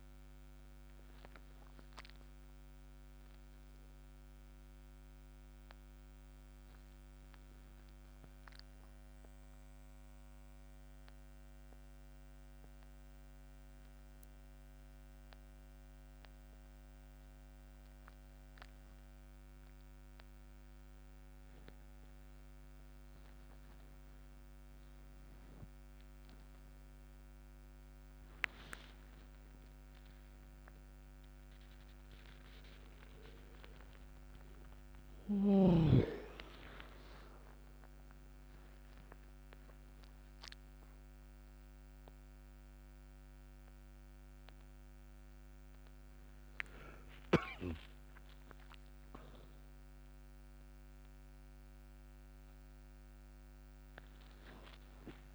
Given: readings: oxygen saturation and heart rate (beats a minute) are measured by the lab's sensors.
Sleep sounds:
a person awake in a sleep study, by a microphone on the trachea; none
0.00-10.00 s: oxygen desaturation (device-marked, oxygen 94% lowest)
36.00-52.00 s: oxygen desaturation (device-marked, oxygen 98% before, 94% lowest)
From the record:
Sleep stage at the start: awake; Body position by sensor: on the back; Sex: male

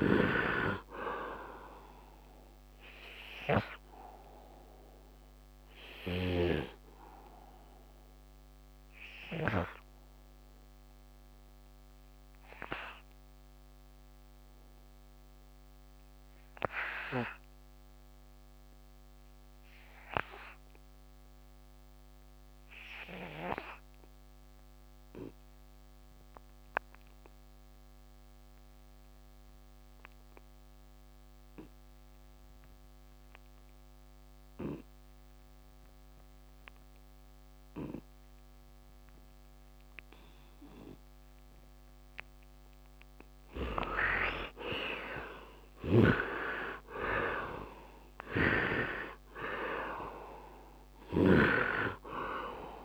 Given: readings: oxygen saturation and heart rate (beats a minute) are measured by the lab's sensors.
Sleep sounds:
breathing in sleep by a microphone on the trachea; 1
0.00-19.50 s: oxygen desaturation (device-marked, oxygen 68% lowest, heart rate 69 extreme)
3.50-41.50 s: obstructive apnea (oxygen 99% before, 64% lowest, heart rate 84 before, 69 extreme, up 30 after)
25.50-52.85 s: oxygen desaturation (device-marked, oxygen 99% before, 64% lowest, heart rate 72 before, 69 extreme)
45.00-48.50 s: arousal
From the record:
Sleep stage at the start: N2 (light sleep); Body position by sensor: on the right side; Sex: male

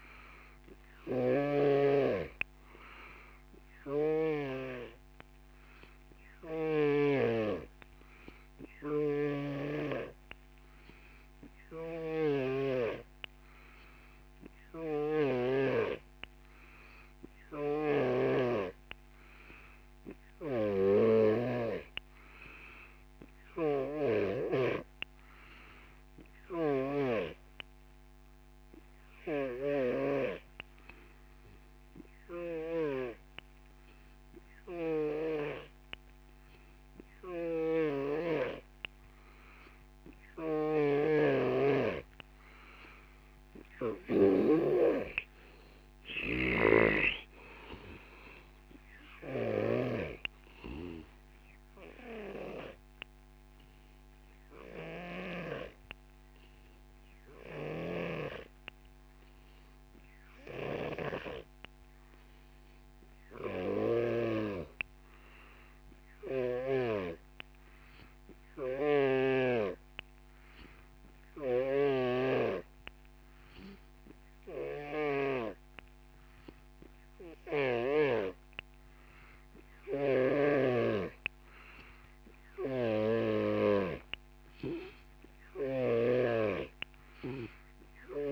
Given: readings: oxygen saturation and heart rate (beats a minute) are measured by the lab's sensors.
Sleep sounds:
breathing in sleep by a microphone on the trachea; none
0.00-1.50 s: snoring (device-marked)
6.00-9.50 s: snoring (device-marked)
11.50-15.50 s: snoring (device-marked)
17.50-21.50 s: snoring (device-marked)
23.50-33.00 s: snoring (device-marked)
40.00-64.00 s: snoring (device-marked)
68.50-78.00 s: snoring (device-marked)
82.50-86.00 s: snoring (device-marked)
From the record:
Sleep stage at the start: N3 (deep sleep); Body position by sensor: on the back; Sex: male

